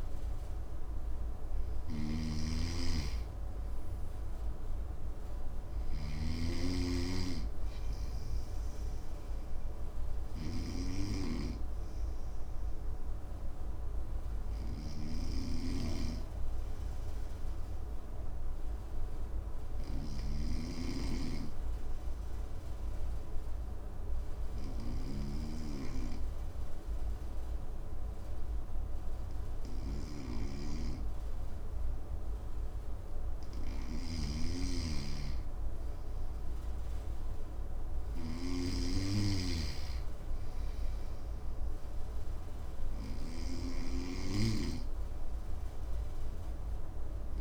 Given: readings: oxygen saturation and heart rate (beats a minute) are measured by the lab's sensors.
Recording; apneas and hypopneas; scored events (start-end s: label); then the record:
breathing in sleep by a room microphone; 1
0.00-2.00 s: arousal
0.00-25.50 s: snoring (device-marked)
1.50-47.41 s: new sleep stage, N2 (light sleep)
18.00-33.50 s: obstructive apnea (oxygen 99% before, 95% lowest, heart rate 62 before, 58 extreme, up 6 after)
33.50-47.41 s: snoring (device-marked)
35.50-40.50 s: arousal
From the record:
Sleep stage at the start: REM sleep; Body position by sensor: on the right side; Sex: male